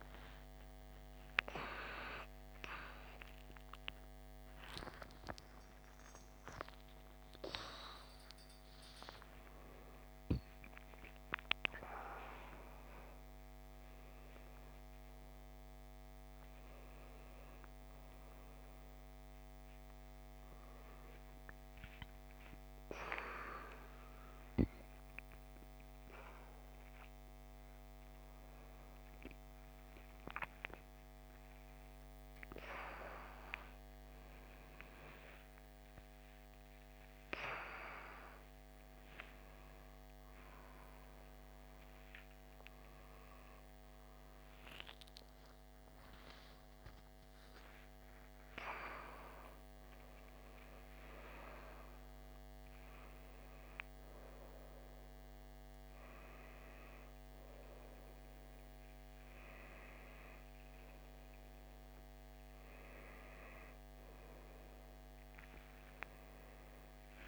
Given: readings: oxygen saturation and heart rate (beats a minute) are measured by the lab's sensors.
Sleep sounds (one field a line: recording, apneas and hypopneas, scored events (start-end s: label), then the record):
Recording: a person awake in a sleep study, by a microphone on the trachea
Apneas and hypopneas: none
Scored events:
19.00-24.00 s: oxygen desaturation (device-marked, oxygen 98% before, 92% lowest, heart rate 117 before, 63 extreme)
26.00-31.00 s: oxygen desaturation (device-marked, oxygen 97% before, 93% lowest, heart rate 103 before, 63 extreme)
From the record:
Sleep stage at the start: awake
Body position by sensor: upright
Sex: male